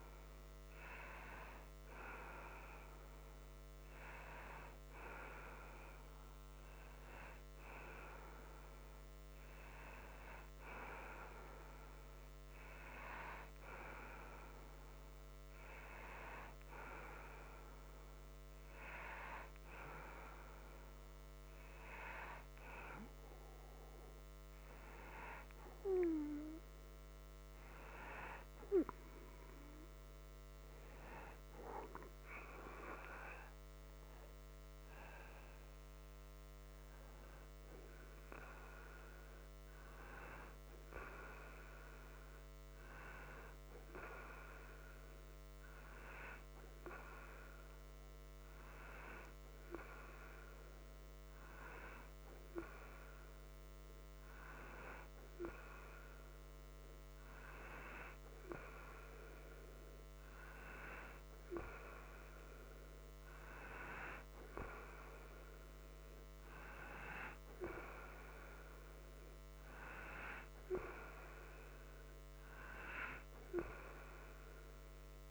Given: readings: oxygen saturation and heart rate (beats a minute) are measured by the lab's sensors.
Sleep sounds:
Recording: breathing in sleep by a microphone on the trachea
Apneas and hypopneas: none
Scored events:
none scored
From the record:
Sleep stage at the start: N2 (light sleep)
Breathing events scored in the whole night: 47 in 4.1 hours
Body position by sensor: upright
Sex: male

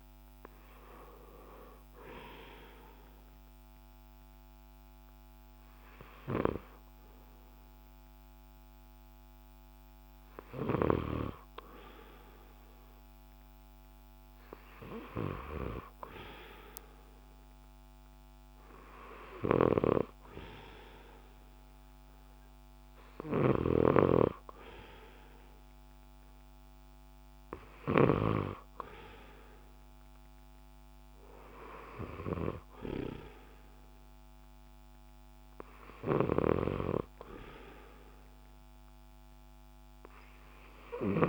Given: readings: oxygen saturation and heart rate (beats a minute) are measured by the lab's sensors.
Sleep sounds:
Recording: breathing in sleep by a microphone on the trachea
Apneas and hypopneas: none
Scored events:
1.50-18.50 s: oxygen desaturation (device-marked, oxygen 93% before, 88% lowest, heart rate 69 before, 65 extreme)
19.50-28.50 s: snoring (device-marked)
20.50-34.50 s: oxygen desaturation (device-marked, oxygen 93% before, 89% lowest, heart rate 69 before, 67 extreme)
From the record:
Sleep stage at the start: N2 (light sleep)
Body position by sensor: on the left side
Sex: male

